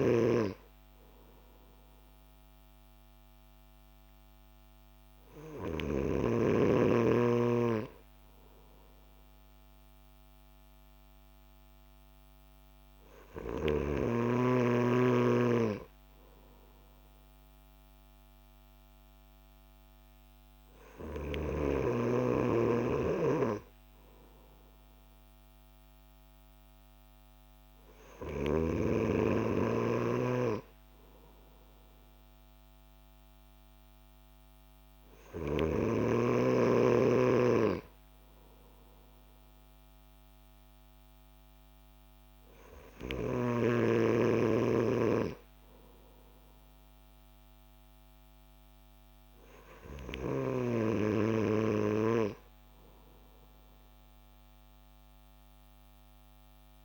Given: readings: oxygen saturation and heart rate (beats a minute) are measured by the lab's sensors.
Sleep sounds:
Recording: breathing in sleep by a microphone on the trachea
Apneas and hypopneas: none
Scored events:
none scored
From the record:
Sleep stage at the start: N3 (deep sleep)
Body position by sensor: on the back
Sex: male

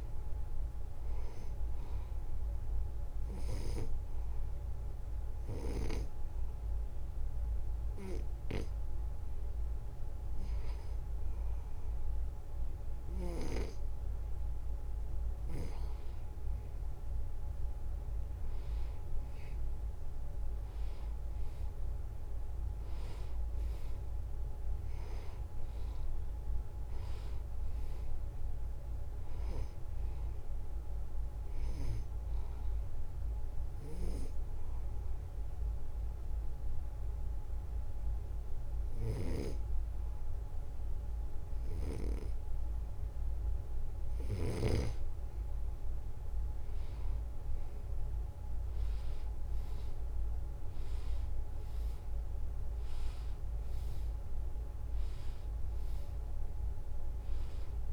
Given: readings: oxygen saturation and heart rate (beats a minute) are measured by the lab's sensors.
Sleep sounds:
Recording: breathing in sleep by a room microphone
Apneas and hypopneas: 2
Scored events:
0.00-12.00 s: oxygen desaturation (device-marked, oxygen 91% lowest, heart rate 72 extreme)
4.00-14.00 s: hypopnea (oxygen 95% before, 90% lowest, heart rate 73 before, 72 extreme, up 2 after)
17.50-22.00 s: arousal
24.00-40.00 s: oxygen desaturation (device-marked, oxygen 94% before, 91% lowest, heart rate 74 before, 71 extreme)
32.50-44.50 s: obstructive apnea (oxygen 94% before, 90% lowest, heart rate 74 before, 71 extreme, up 0 after)
49.50-54.50 s: arousal
55.00-57.93 s: oxygen desaturation (device-marked, oxygen 94% before, 90% lowest, heart rate 74 before, 72 extreme)
From the record:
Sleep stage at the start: N2 (light sleep)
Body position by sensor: on the right side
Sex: male

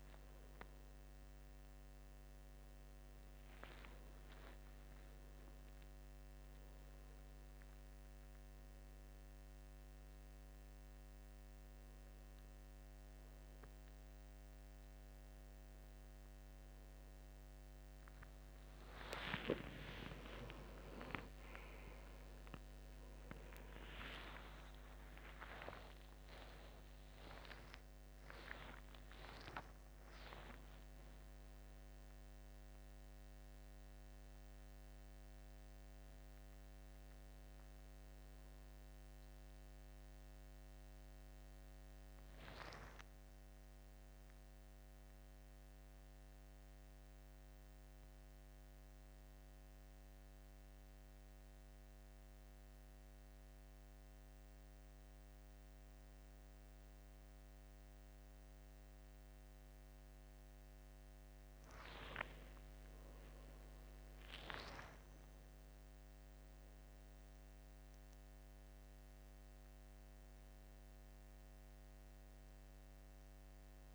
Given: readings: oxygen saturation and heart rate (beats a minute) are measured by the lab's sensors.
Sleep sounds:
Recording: a person awake in a sleep study, by a microphone on the trachea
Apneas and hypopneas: none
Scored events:
6.50-18.50 s: oxygen desaturation (device-marked, oxygen 98% before, 93% lowest, heart rate 89 before, 74 extreme)
43.50-73.95 s: new sleep stage, N1 (lightest sleep)
From the record:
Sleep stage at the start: awake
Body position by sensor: on the back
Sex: male

